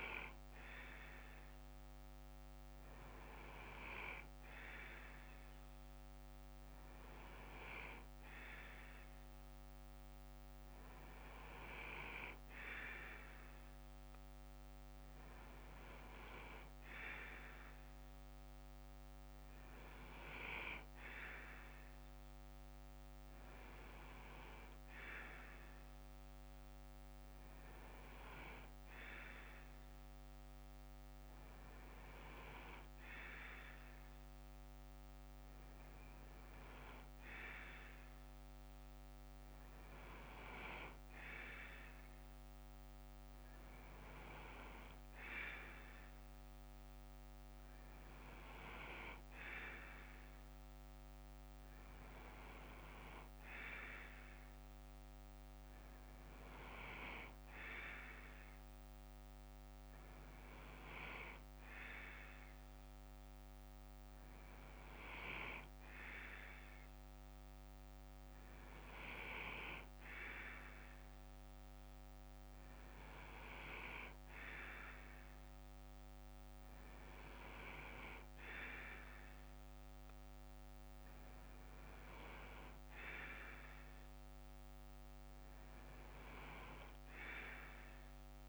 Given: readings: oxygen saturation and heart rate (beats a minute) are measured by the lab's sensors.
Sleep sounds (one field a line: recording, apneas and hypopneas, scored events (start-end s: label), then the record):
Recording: breathing in sleep by a microphone on the trachea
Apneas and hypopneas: none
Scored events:
3.00-13.00 s: bradycardia (device-marked, heart rate 61 before, 57 extreme)
31.00-40.00 s: bradycardia (device-marked, heart rate 61 before, 58 extreme)
42.00-49.00 s: bradycardia (device-marked, heart rate 61 before, 58 extreme)
69.00-72.00 s: bradycardia (device-marked, heart rate 61 before, 59 extreme)
73.00-75.00 s: bradycardia (device-marked, heart rate 61 before, 59 extreme)
78.00-84.00 s: bradycardia (device-marked, heart rate 61 before, 59 extreme)
87.00-88.49 s: bradycardia (device-marked, heart rate 61 before, 59 extreme)
From the record:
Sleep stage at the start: N2 (light sleep)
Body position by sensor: on the left side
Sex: male